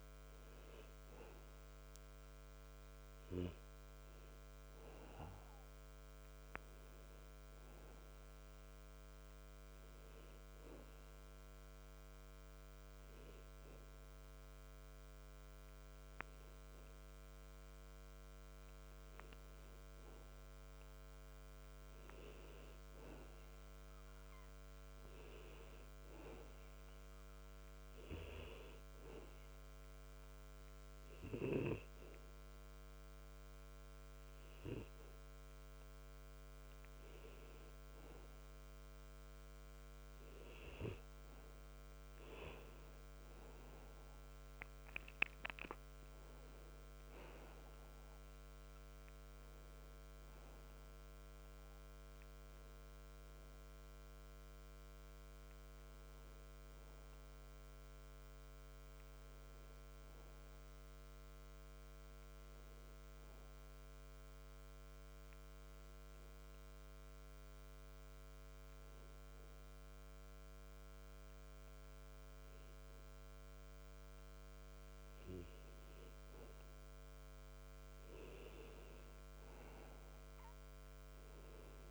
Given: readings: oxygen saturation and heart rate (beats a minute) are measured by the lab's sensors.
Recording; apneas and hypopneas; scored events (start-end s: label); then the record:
breathing in sleep by a microphone on the trachea; 3
1.50-5.00 s: arousal
9.00-20.00 s: hypopnea (oxygen 96% before, 92% lowest)
21.00-25.00 s: arousal
28.50-40.50 s: hypopnea (oxygen 95% before, 91% lowest)
41.50-46.50 s: arousal
63.50-75.00 s: obstructive apnea (oxygen 95% before, 91% lowest)
78.50-81.91 s: arousal
From the record:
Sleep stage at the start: N2 (light sleep); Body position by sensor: on the back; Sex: male